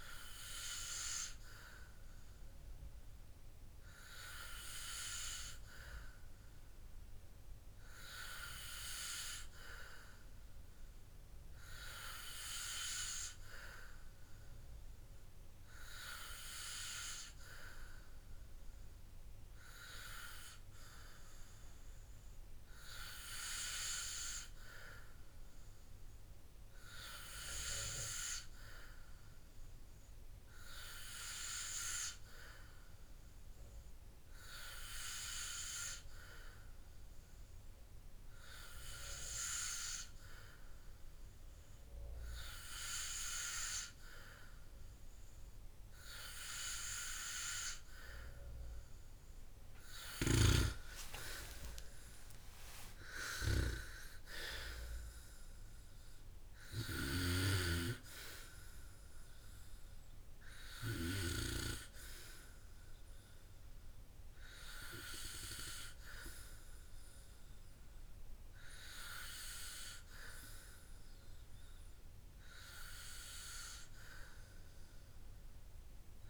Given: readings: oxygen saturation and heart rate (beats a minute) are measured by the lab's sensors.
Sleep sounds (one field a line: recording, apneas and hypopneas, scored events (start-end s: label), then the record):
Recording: breathing in sleep by a room microphone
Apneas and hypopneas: none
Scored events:
52.00-55.00 s: arousal
From the record:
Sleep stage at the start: N2 (light sleep)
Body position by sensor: on the back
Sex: male